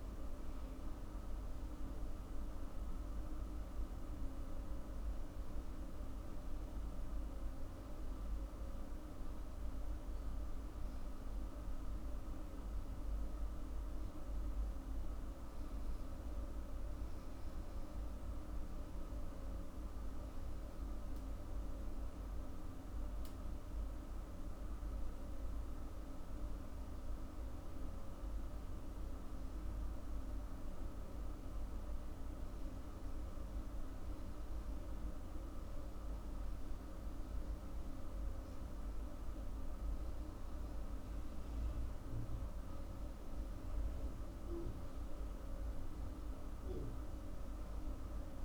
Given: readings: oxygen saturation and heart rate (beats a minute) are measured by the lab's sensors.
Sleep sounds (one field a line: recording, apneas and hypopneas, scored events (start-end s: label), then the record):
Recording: breathing in sleep, hard to hear, by a room microphone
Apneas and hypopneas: none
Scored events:
none scored
From the record:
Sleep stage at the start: N2 (light sleep)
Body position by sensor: on the back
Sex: female